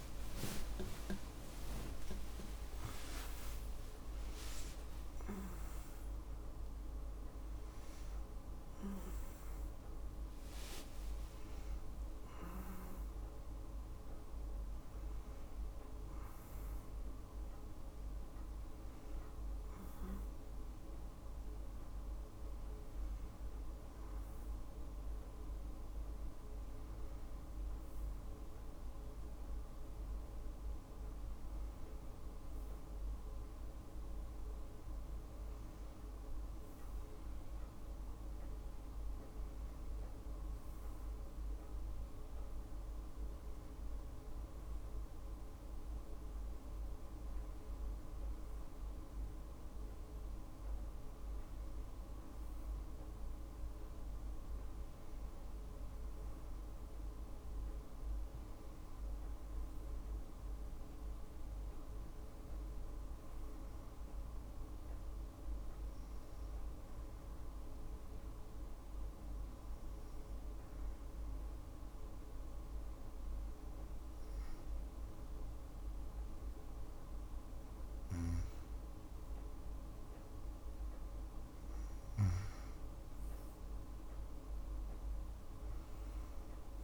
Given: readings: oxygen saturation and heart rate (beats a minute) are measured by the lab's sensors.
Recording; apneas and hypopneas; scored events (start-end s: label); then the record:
a person partly awake in a sleep study, hard to hear, by a room microphone; none
0.00-1.00 s: tachycardia (device-marked, heart rate 116 extreme)
11.00-41.00 s: new sleep stage, awake
41.00-71.00 s: new sleep stage, N1 (lightest sleep)
71.00-86.84 s: new sleep stage, N2 (light sleep)
From the record:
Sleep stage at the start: N2 (light sleep); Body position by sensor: on the back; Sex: female